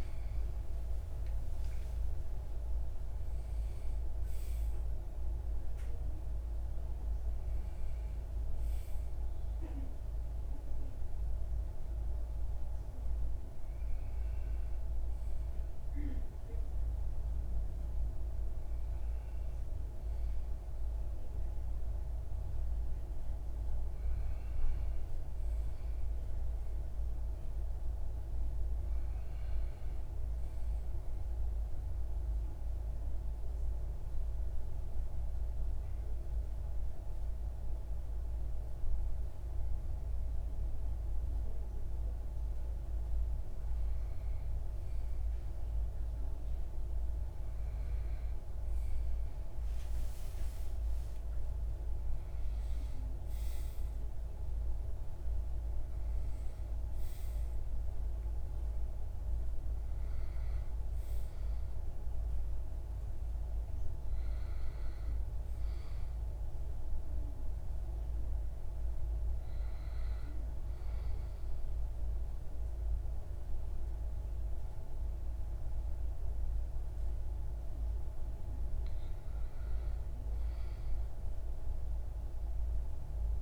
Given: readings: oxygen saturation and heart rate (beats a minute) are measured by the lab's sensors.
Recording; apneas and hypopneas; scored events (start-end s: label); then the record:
breathing in sleep, hard to hear, by a room microphone; 1
30.00-42.50 s: central apnea (oxygen 97% before, 94% lowest, heart rate 64 before, 46 extreme, up 10 after)
48.00-52.50 s: arousal
From the record:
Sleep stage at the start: REM sleep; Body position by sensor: on the back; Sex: male